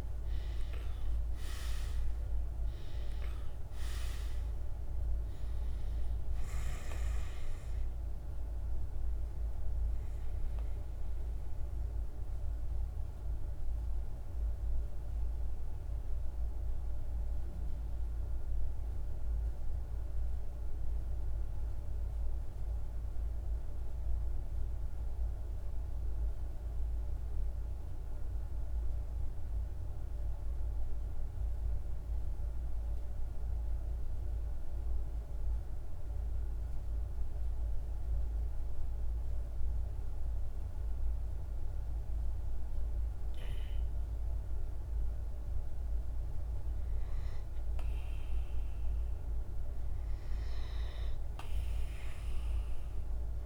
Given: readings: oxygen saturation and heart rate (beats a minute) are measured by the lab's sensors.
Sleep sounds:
breathing in sleep, hard to hear, by a room microphone; 1
0.00-20.00 s: oxygen desaturation (device-marked, oxygen 86% lowest, heart rate 49 extreme)
11.50-44.50 s: central apnea (oxygen 99% before, 86% lowest, heart rate 55 before, 46 extreme, up 1 after)
41.00-53.46 s: oxygen desaturation (device-marked, oxygen 99% before, 89% lowest, heart rate 49 before, 46 extreme)
From the record:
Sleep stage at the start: N2 (light sleep); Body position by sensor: on the back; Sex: male

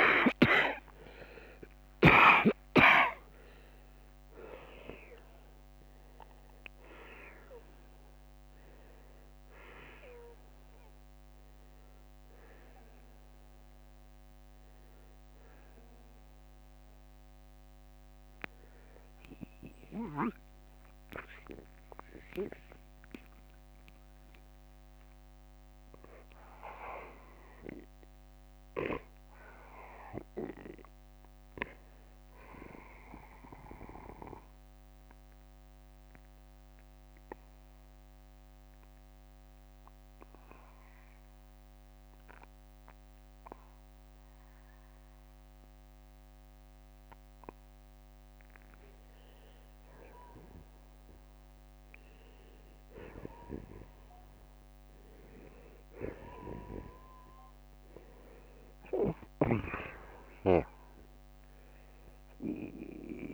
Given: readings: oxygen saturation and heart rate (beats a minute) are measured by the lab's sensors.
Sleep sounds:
breathing in sleep by a microphone on the trachea; 2
0.00-1.50 s: arousal
0.00-42.00 s: oxygen desaturation (device-marked, oxygen 72% lowest, heart rate 42 extreme)
2.00-4.00 s: long interval between heartbeats (device-marked, heart rate 53 before, 86 extreme)
10.00-23.00 s: obstructive apnea (oxygen 95% before, 72% lowest, heart rate 69 before, 49 extreme, up 11 after)
25.00-29.50 s: arousal
36.00-53.00 s: obstructive apnea (oxygen 87% before, 85% lowest, heart rate 63 before, 46 extreme, up 11 after)
55.50-59.50 s: arousal
62.00-63.34 s: oxygen desaturation (device-marked, oxygen 95% before, 86% lowest, heart rate 50 before, 49 extreme)
From the record:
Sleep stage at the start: N2 (light sleep); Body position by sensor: on the back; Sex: male

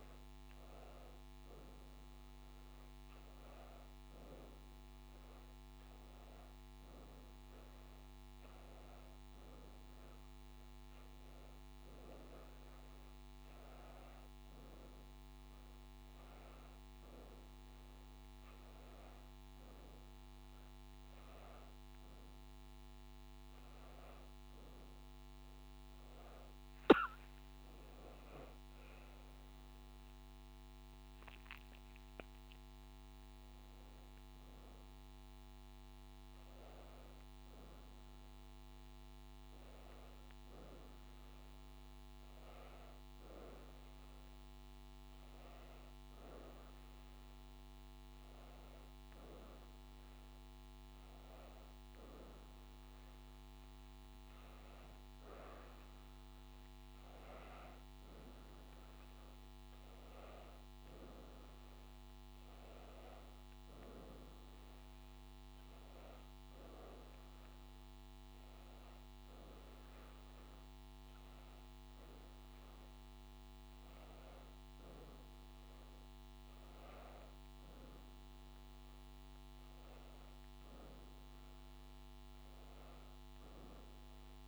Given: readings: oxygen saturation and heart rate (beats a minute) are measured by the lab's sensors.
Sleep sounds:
breathing in sleep, hard to hear, by a microphone on the trachea; none
28.50-32.50 s: arousal
81.50-84.48 s: oxygen desaturation (device-marked, oxygen 95% before, 92% lowest, heart rate 82 before, 82 extreme)
From the record:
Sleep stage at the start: N1 (lightest sleep); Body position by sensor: on the back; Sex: female

